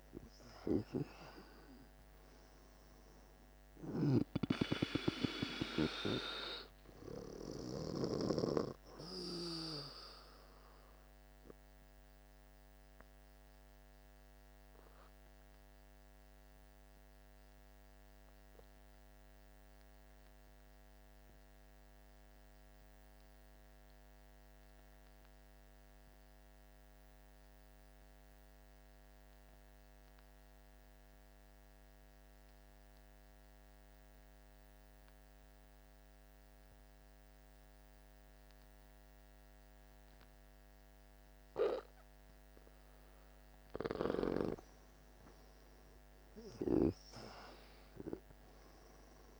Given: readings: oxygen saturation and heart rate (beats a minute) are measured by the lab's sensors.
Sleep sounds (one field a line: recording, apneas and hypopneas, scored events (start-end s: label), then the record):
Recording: breathing in sleep by a microphone on the trachea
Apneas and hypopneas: 1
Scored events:
0.00-1.50 s: arousal
0.00-25.00 s: oxygen desaturation (device-marked, oxygen 84% lowest, heart rate 50 extreme)
3.50-8.00 s: snoring (device-marked)
12.50-42.50 s: obstructive apnea (oxygen 98% before, 84% lowest, heart rate 57 before, 49 extreme, up 13 after)
39.00-49.40 s: oxygen desaturation (device-marked, oxygen 99% before, 92% lowest, heart rate 51 before, 49 extreme)
45.00-49.40 s: arousal
From the record:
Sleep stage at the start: N2 (light sleep)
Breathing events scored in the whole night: 186 in 5.5 hours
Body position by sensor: on the back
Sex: male